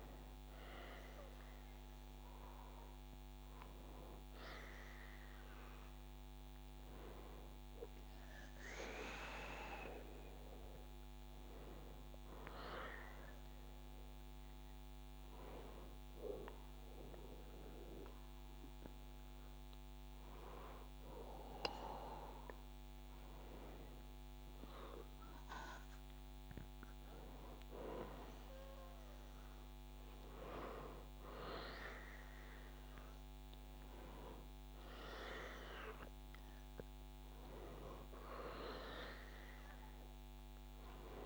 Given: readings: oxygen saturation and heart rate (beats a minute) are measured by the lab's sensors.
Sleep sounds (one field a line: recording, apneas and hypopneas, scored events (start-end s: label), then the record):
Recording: a person awake in a sleep study, by a microphone on the trachea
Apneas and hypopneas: none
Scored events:
none scored
From the record:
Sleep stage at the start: awake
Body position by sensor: on the back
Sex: male